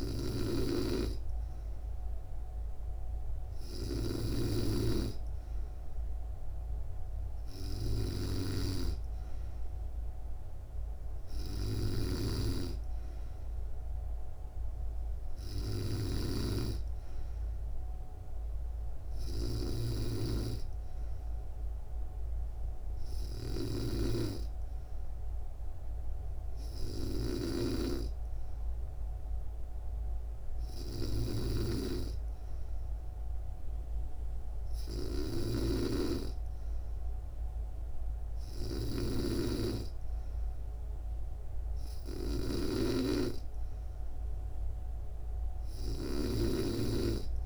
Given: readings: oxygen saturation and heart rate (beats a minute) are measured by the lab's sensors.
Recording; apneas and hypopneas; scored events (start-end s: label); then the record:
breathing in sleep by a room microphone; none
0.00-27.00 s: snoring (device-marked)
10.50-12.50 s: bradycardia (device-marked, heart rate 69 before, 69 extreme)
34.50-38.50 s: snoring (device-marked)
45.50-47.46 s: snoring (device-marked)
From the record:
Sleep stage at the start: N3 (deep sleep); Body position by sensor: on the back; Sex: female